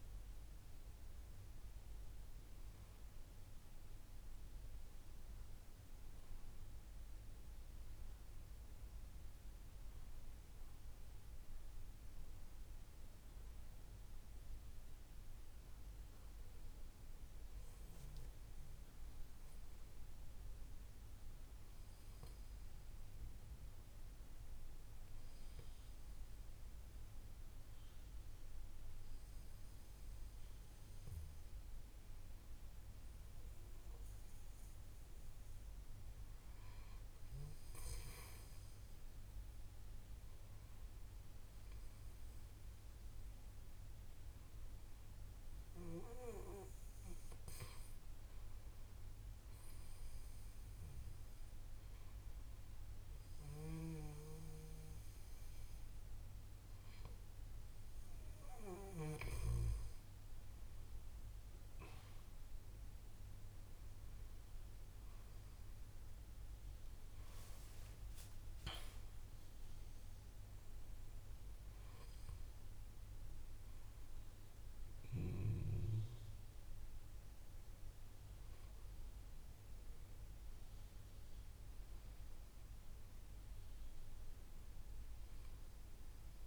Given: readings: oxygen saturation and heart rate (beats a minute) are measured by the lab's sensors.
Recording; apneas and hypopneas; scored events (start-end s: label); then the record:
breathing in sleep by a room microphone; 1
27.50-41.50 s: hypopnea (oxygen 95% before, 93% lowest, heart rate 59 before, 57 extreme, up 3 after)
43.00-48.00 s: arousal
67.00-71.00 s: arousal
From the record:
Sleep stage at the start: N2 (light sleep); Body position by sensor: on the back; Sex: male